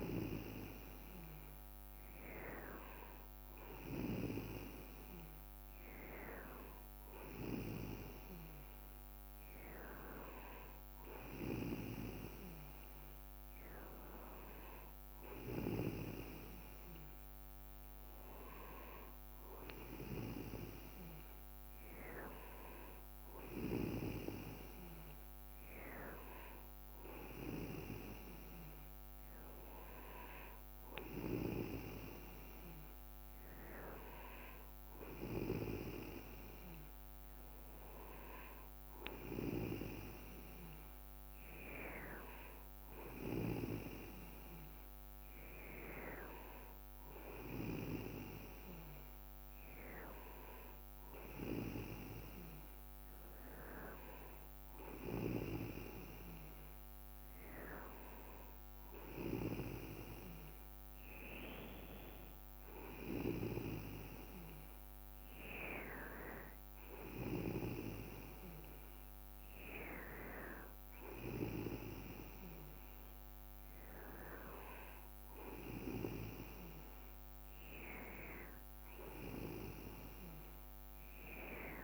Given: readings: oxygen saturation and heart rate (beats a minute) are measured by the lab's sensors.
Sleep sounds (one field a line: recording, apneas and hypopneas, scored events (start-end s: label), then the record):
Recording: breathing in sleep by a microphone on the trachea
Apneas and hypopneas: none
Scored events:
none scored
From the record:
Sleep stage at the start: N2 (light sleep)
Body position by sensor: on the back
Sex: male